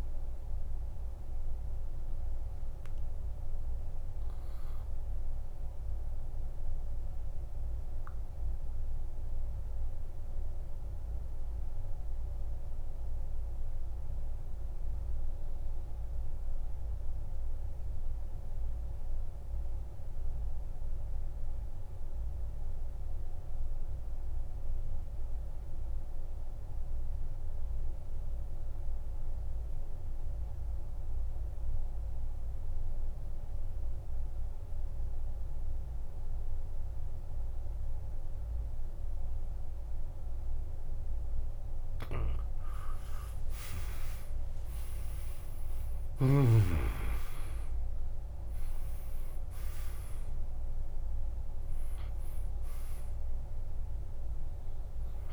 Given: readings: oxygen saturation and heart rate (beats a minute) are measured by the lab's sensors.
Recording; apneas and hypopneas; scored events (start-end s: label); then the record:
breathing in sleep, hard to hear, by a room microphone; 1
2.00-41.00 s: obstructive apnea (oxygen 99% before, 85% lowest, heart rate 56 before, 49 extreme, up 46 after)
26.00-55.33 s: oxygen desaturation (device-marked, oxygen 98% before, 85% lowest, heart rate 51 before, 48 extreme)
43.00-47.50 s: arousal
44.00-55.33 s: new sleep stage, N2 (light sleep)
44.50-46.50 s: long interval between heartbeats (device-marked, heart rate 51 before, 70 extreme)
From the record:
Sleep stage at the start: REM sleep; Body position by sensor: on the back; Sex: male